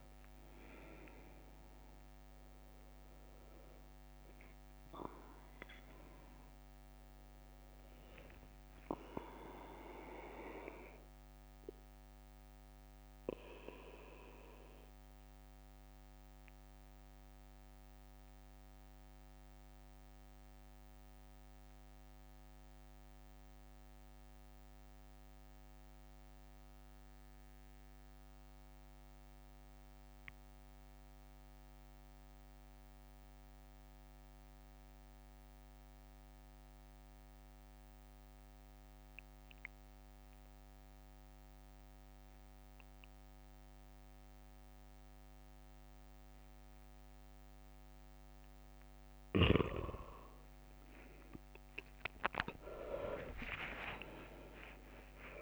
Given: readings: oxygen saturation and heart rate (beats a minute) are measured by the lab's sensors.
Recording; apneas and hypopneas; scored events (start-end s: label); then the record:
breathing in sleep by a microphone on the trachea; 1
0.00-2.00 s: arousal
0.00-12.00 s: oxygen desaturation (device-marked, oxygen 92% lowest, heart rate 61 extreme)
9.50-46.50 s: obstructive apnea (oxygen 98% before, 89% lowest, heart rate 65 before, 62 extreme, up 27 after)
44.00-55.42 s: oxygen desaturation (device-marked, oxygen 97% before, 89% lowest, heart rate 65 before, 61 extreme)
50.50-55.42 s: arousal
52.50-54.50 s: long interval between heartbeats (device-marked, heart rate 67 before, 89 extreme)
From the record:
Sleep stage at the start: N2 (light sleep); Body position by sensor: on the back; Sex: male